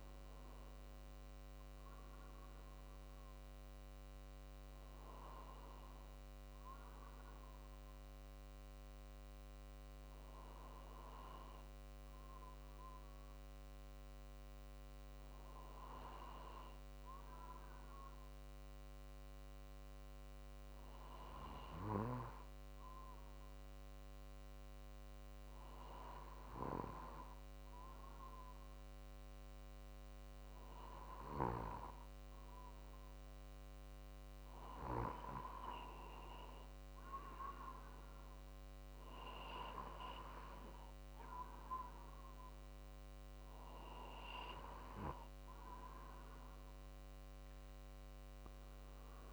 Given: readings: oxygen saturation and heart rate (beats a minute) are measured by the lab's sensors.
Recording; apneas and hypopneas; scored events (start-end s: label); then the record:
breathing in sleep by a microphone on the trachea; none
39.00-49.33 s: drop in pulse transit time (device-marked, heart rate 51 before, 51 extreme)
From the record:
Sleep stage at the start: N2 (light sleep); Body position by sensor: on the right side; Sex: male